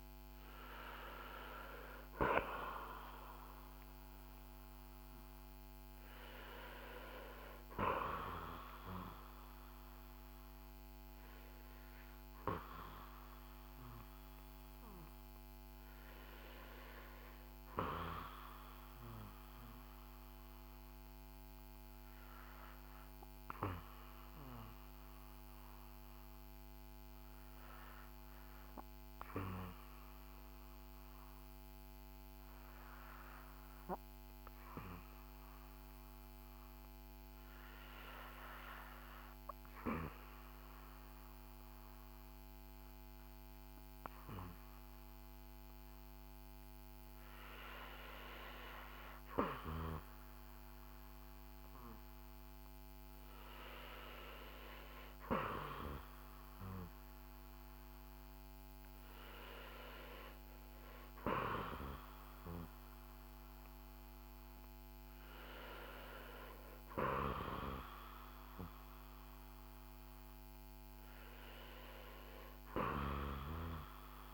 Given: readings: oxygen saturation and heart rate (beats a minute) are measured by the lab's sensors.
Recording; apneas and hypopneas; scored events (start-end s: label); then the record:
breathing in sleep by a microphone on the trachea; 1
6.50-30.50 s: oxygen desaturation (device-marked, oxygen 91% before, 85% lowest, heart rate 61 before, 51 extreme)
17.50-47.00 s: obstructive apnea (oxygen 91% before, 84% lowest, heart rate 62 before, 51 extreme, up 7 after)
45.50-74.34 s: oxygen desaturation (device-marked, oxygen 94% before, 84% lowest, heart rate 56 before, 53 extreme)
49.00-52.50 s: arousal
From the record:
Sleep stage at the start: REM sleep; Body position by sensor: on the back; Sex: male